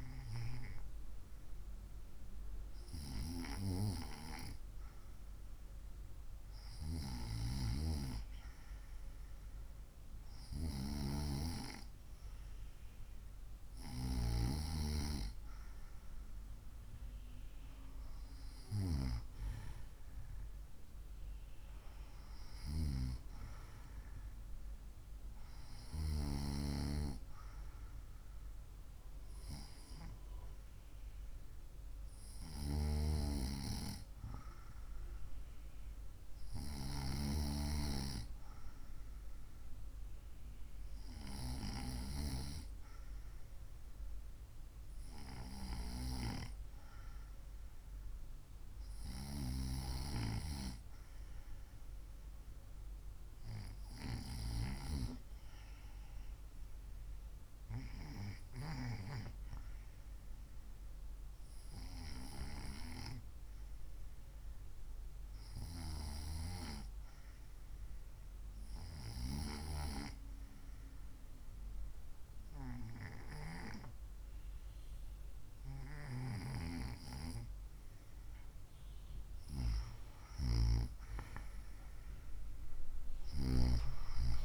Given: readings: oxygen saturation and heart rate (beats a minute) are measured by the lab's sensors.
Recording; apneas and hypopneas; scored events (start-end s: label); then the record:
breathing in sleep by a room microphone; 1
57.50-77.00 s: hypopnea (oxygen 96% before, 92% lowest, heart rate 65 before, 63 extreme, up 4 after)
80.50-84.00 s: arousal
From the record:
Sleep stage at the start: N2 (light sleep); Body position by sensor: on the right side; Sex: female